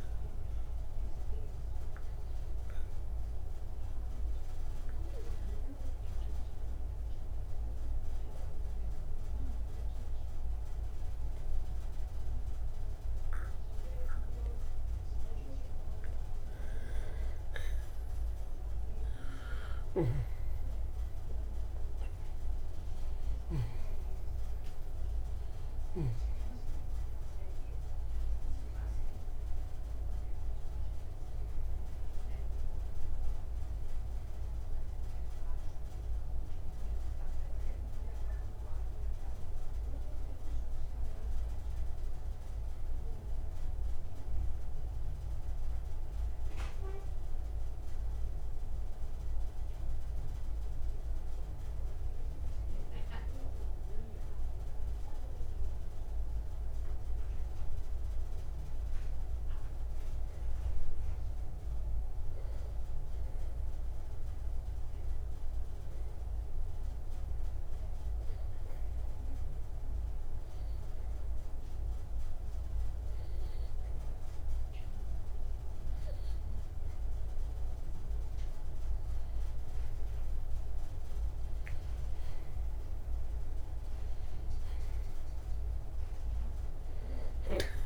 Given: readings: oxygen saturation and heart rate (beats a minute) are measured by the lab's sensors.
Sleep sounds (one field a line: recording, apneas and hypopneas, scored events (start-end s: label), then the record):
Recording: breathing in sleep, hard to hear, by a room microphone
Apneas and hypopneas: 2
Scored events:
2.00-15.50 s: obstructive apnea (oxygen 97% before, 89% lowest)
19.50-25.00 s: arousal
31.50-61.50 s: oxygen desaturation (device-marked, oxygen 95% before, 89% lowest)
59.50-63.50 s: arousal
67.00-78.50 s: hypopnea (oxygen 97% before, 92% lowest)
81.50-85.00 s: arousal
83.50-87.86 s: oxygen desaturation (device-marked, oxygen 97% before, 94% lowest)
From the record:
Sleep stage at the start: N2 (light sleep)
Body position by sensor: on the right side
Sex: male